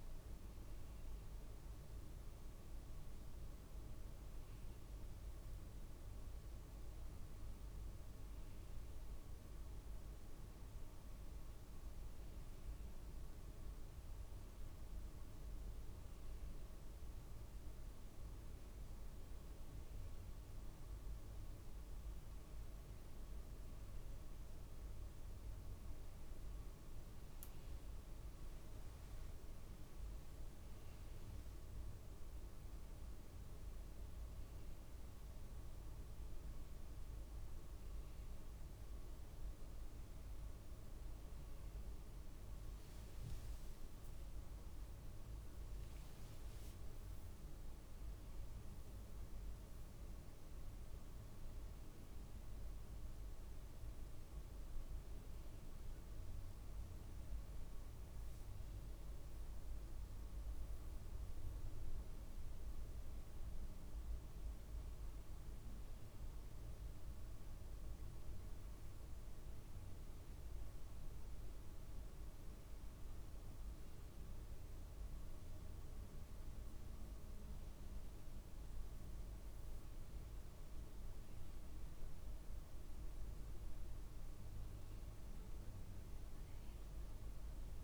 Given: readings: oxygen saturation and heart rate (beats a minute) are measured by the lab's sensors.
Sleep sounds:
a person awake in a sleep study, hard to hear, by a room microphone; none
none scored
From the record:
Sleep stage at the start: awake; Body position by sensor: on the back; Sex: male

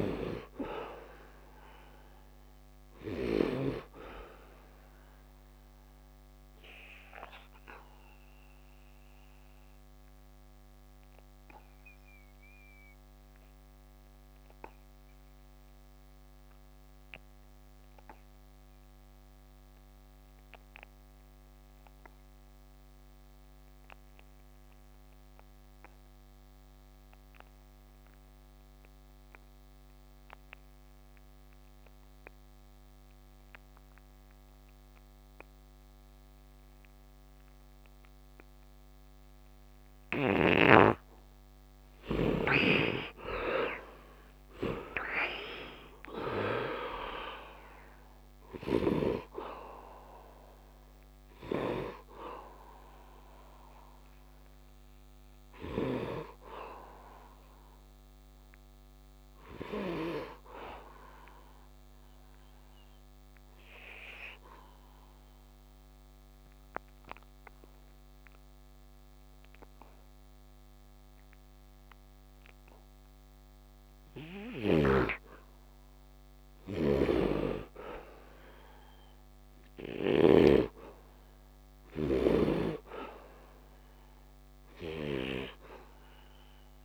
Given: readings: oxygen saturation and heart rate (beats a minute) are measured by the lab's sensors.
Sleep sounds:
breathing in sleep by a microphone on the trachea; 2
0.00-3.50 s: snoring (device-marked)
0.00-17.00 s: oxygen desaturation (device-marked, oxygen 61% lowest, heart rate 71 extreme)
4.00-40.50 s: obstructive apnea (oxygen 98% before, 58% lowest, heart rate 79 before, 71 extreme, up 11 after)
26.00-71.00 s: oxygen desaturation (device-marked, oxygen 100% before, 58% lowest, heart rate 72 before, 74 extreme)
43.00-47.00 s: arousal
51.00-78.50 s: obstructive apnea (oxygen 98% before, 58% lowest, heart rate 78 before, 74 extreme, up 6 after)
74.50-80.50 s: snoring (device-marked)
78.00-86.85 s: oxygen desaturation (device-marked, oxygen 100% before, 78% lowest, heart rate 77 before, 69 extreme)
81.00-85.50 s: arousal
From the record:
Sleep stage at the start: N2 (light sleep); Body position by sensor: on the back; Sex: male

